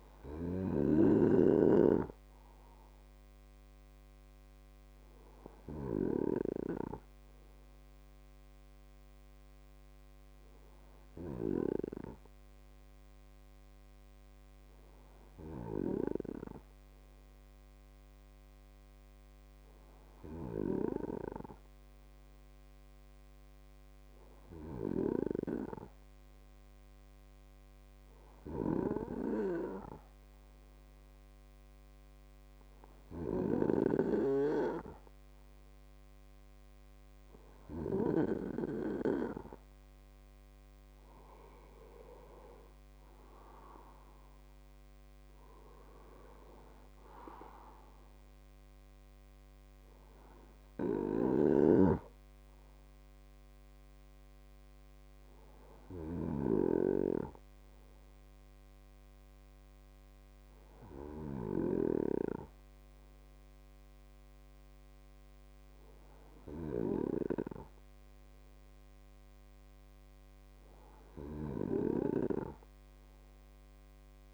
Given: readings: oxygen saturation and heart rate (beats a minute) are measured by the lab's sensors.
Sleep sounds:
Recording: breathing in sleep by a microphone on the trachea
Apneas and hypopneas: 1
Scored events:
11.00-35.50 s: hypopnea (oxygen 97% before, 95% lowest, heart rate 135 before, 60 extreme)
40.00-43.50 s: arousal
From the record:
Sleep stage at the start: N2 (light sleep)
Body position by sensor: on the right side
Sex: male

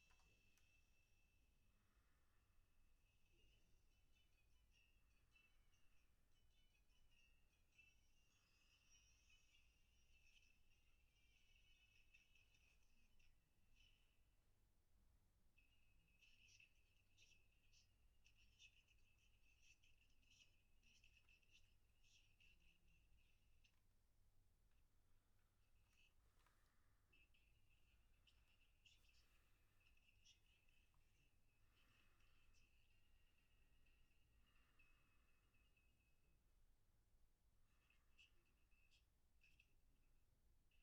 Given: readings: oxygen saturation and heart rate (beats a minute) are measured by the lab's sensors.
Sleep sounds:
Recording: breathing in sleep, hard to hear, by a room microphone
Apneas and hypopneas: 1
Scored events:
11.50-25.00 s: obstructive apnea (oxygen 95% before, 92% lowest, heart rate 63 before, 62 extreme, up 1 after)
From the record:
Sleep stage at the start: N3 (deep sleep)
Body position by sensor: on the back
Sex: male

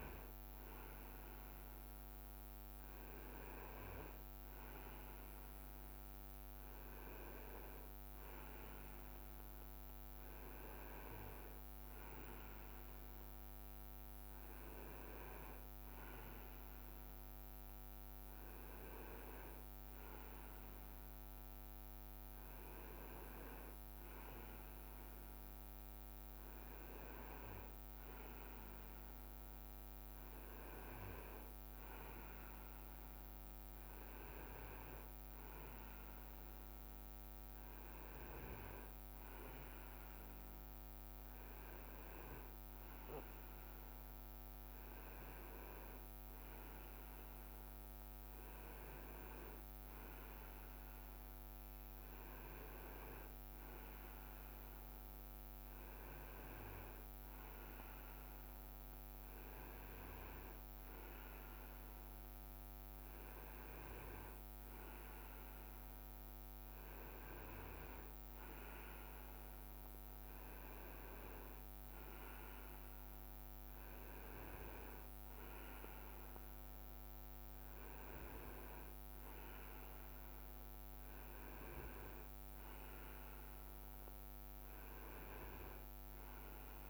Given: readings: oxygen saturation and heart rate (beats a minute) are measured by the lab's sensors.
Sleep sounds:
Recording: breathing in sleep by a microphone on the trachea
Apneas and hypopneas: none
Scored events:
67.00-68.50 s: leg movement (device-marked)
70.50-72.00 s: leg movement (device-marked)
From the record:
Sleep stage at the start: N2 (light sleep)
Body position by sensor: on the right side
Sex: male

